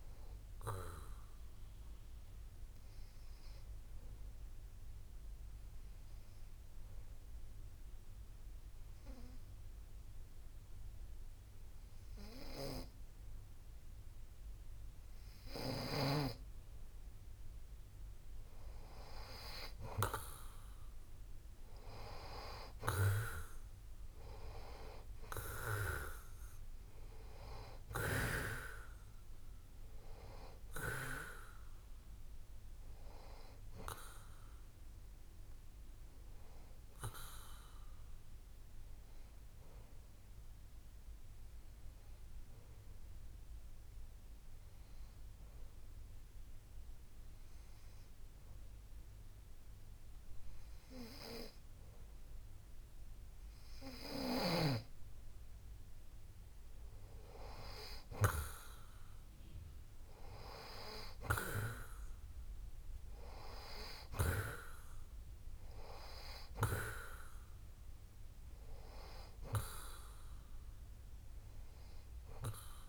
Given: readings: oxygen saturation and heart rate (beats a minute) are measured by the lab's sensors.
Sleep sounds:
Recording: breathing in sleep by a room microphone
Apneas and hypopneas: 2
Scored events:
1.00-16.50 s: obstructive apnea (oxygen 96% before, 92% lowest)
22.00-25.50 s: arousal
24.50-37.50 s: oxygen desaturation (device-marked, oxygen 96% before, 92% lowest)
41.50-55.50 s: obstructive apnea (oxygen 96% before, 92% lowest)
58.00-61.50 s: arousal
From the record:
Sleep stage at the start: N2 (light sleep)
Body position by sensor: on the back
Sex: male

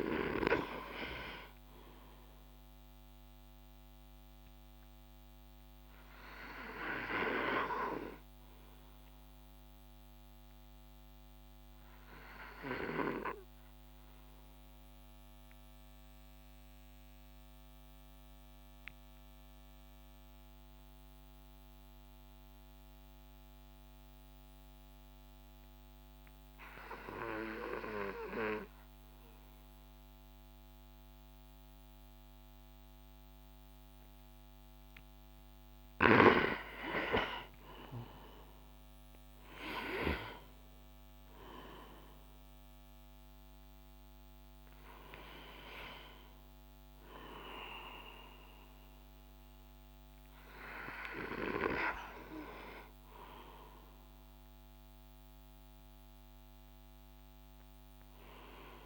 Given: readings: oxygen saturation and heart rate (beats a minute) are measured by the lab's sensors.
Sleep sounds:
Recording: breathing in sleep by a microphone on the trachea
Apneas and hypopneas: 1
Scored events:
12.00-35.50 s: mixed apnea (oxygen 96% before, 93% lowest)
34.50-51.50 s: oxygen desaturation (device-marked, oxygen 97% before, 93% lowest)
36.50-41.50 s: arousal
From the record:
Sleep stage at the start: N2 (light sleep)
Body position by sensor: on the back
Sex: male

